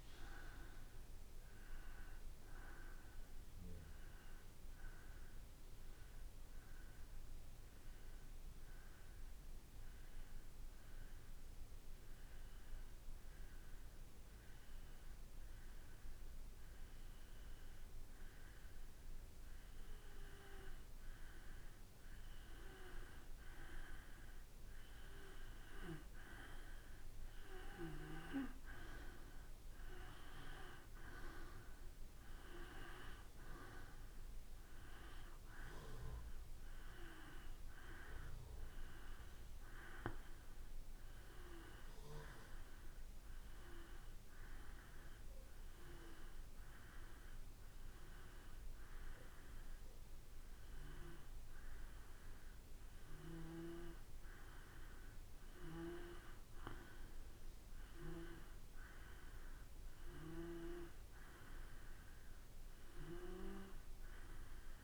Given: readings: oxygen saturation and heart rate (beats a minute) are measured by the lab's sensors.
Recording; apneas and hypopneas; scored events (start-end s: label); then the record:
breathing in sleep by a room microphone; 1
0.50-12.50 s: oxygen desaturation (device-marked, oxygen 96% before, 91% lowest, heart rate 56 before, 56 extreme)
6.50-23.00 s: hypopnea (oxygen 96% before, 91% lowest, heart rate 57 before, 56 extreme, up 4 after)
23.50-47.50 s: oxygen desaturation (device-marked, oxygen 96% before, 91% lowest, heart rate 57 before, 56 extreme)
26.50-31.50 s: arousal
From the record:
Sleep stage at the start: N2 (light sleep); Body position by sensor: on the back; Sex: male